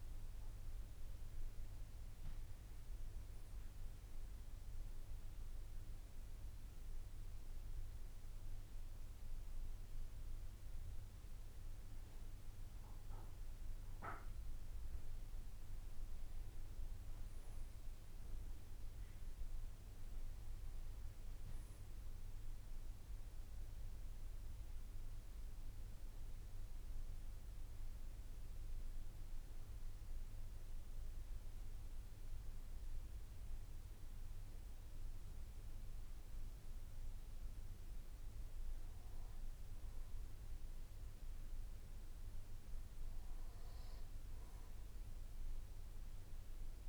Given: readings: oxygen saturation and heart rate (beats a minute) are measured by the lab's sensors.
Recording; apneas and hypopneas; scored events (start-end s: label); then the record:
breathing in sleep, hard to hear, by a room microphone; none
31.50-46.89 s: new sleep stage, N1 (lightest sleep)
From the record:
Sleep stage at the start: N3 (deep sleep); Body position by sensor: on the back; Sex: male